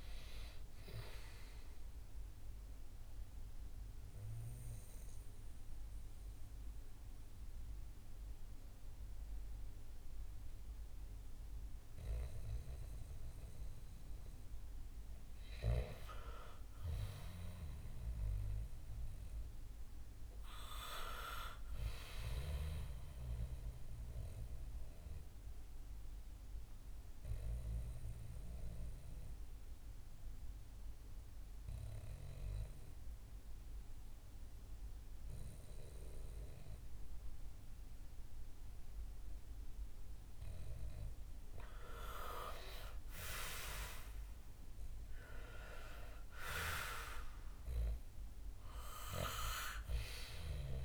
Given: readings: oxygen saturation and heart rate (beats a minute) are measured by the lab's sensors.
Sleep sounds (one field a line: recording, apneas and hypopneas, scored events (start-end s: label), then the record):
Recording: breathing in sleep by a room microphone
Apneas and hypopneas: 2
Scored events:
0.50-16.50 s: oxygen desaturation (device-marked, oxygen 83% before, 77% lowest, heart rate 74 before, 66 extreme)
1.50-13.50 s: mixed apnea (oxygen 90% before, 77% lowest, heart rate 76 before, 66 extreme, up 4 after)
16.00-19.50 s: arousal
23.00-38.50 s: mixed apnea (oxygen 99% before, 91% lowest, heart rate 72 before, 66 extreme, up 4 after)
41.00-45.00 s: arousal
46.50-50.85 s: oxygen desaturation (device-marked, oxygen 97% before, 91% lowest, heart rate 68 before, 56 extreme)
From the record:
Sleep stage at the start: REM sleep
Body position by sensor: on the back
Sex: male